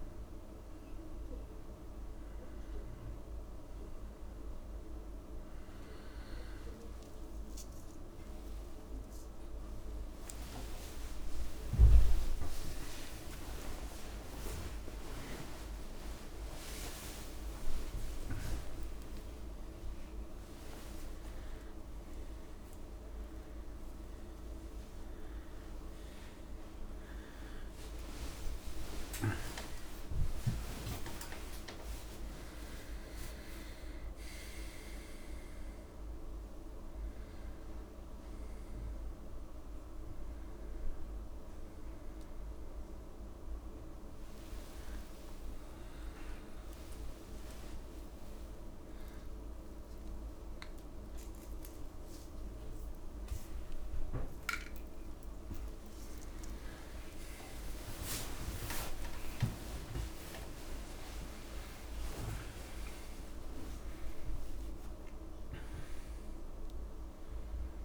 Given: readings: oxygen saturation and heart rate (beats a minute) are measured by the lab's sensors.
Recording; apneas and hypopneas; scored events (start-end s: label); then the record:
a person awake in a sleep study, by a room microphone; none
0.00-6.50 s: oxygen desaturation (device-marked, oxygen 93% lowest)
7.00-9.00 s: long interval between heartbeats (device-marked, heart rate 45 before, 211 extreme)
11.50-13.50 s: long interval between heartbeats (device-marked, heart rate 39 before, 138 extreme)
14.00-16.00 s: long interval between heartbeats (device-marked, heart rate 53 before, 141 extreme)
19.00-21.00 s: long interval between heartbeats (device-marked, heart rate 91 before, 138 extreme)
21.00-23.00 s: long interval between heartbeats (device-marked, heart rate 105 before, 156 extreme)
26.00-28.00 s: long interval between heartbeats (device-marked, heart rate 148 before, 177 extreme)
28.00-30.00 s: long interval between heartbeats (device-marked, heart rate 157 before, 173 extreme)
30.00-32.00 s: long interval between heartbeats (device-marked, heart rate 159 before, 156 extreme)
32.00-34.00 s: long interval between heartbeats (device-marked, heart rate 162 before, 148 extreme)
46.50-48.50 s: long interval between heartbeats (device-marked, heart rate 117 before, 121 extreme)
49.00-51.00 s: long interval between heartbeats (device-marked, heart rate 112 before, 116 extreme)
51.00-53.00 s: long interval between heartbeats (device-marked, heart rate 106 before, 98 extreme)
55.00-57.00 s: long interval between heartbeats (device-marked, heart rate 96 before, 39 extreme)
58.00-60.00 s: long interval between heartbeats (device-marked, heart rate 83 before, 80 extreme)
61.50-63.50 s: long interval between heartbeats (device-marked, heart rate 80 before, 146 extreme)
62.50-67.85 s: oxygen desaturation (device-marked, oxygen 97% before, 92% lowest, heart rate 87 before, 70 extreme)
64.50-66.50 s: long interval between heartbeats (device-marked, heart rate 99 before, 155 extreme)
From the record:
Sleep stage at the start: awake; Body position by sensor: on the back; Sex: male